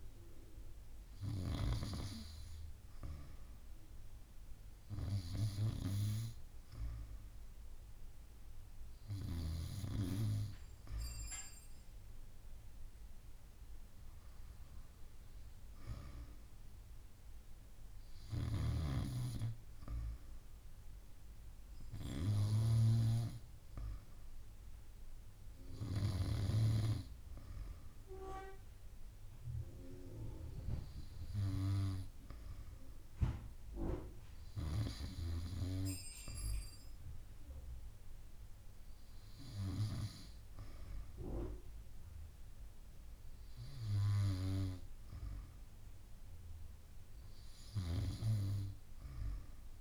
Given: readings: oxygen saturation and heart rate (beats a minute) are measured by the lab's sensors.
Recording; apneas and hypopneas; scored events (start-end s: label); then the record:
breathing in sleep by a room microphone; none
18.00-23.00 s: snoring (device-marked)
From the record:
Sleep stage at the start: N2 (light sleep); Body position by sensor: on the back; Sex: female